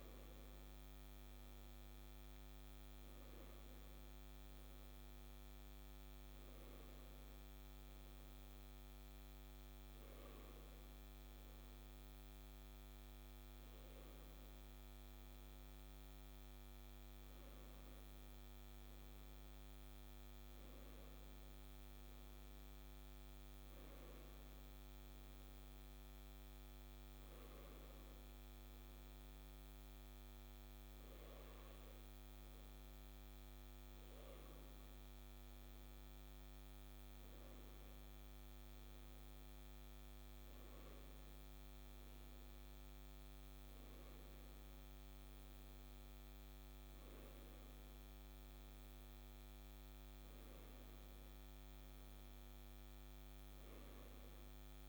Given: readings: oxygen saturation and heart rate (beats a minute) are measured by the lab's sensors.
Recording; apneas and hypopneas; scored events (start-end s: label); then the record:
a person awake in a sleep study, hard to hear, by a microphone on the trachea; none
none scored
From the record:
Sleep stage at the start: awake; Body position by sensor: on the left side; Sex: male